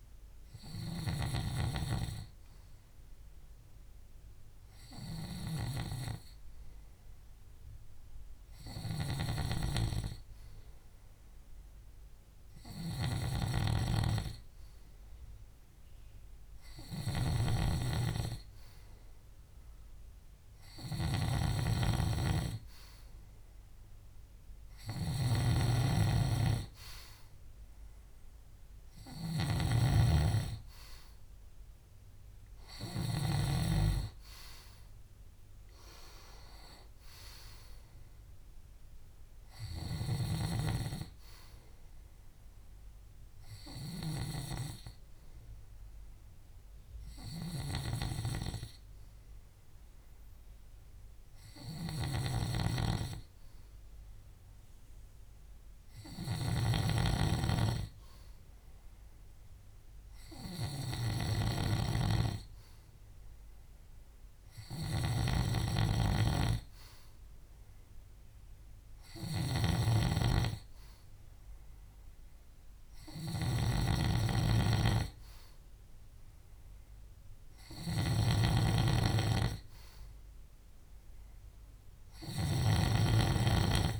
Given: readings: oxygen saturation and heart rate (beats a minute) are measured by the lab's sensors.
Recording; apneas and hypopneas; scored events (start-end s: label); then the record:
breathing in sleep by a room microphone; 1
9.00-25.50 s: hypopnea (oxygen 97% before, 93% lowest, heart rate 67 before, 66 extreme, up 4 after)
9.00-33.50 s: snoring (device-marked)
27.00-31.00 s: arousal
40.00-84.00 s: snoring (device-marked)
From the record:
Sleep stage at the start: N2 (light sleep); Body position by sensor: on the back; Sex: male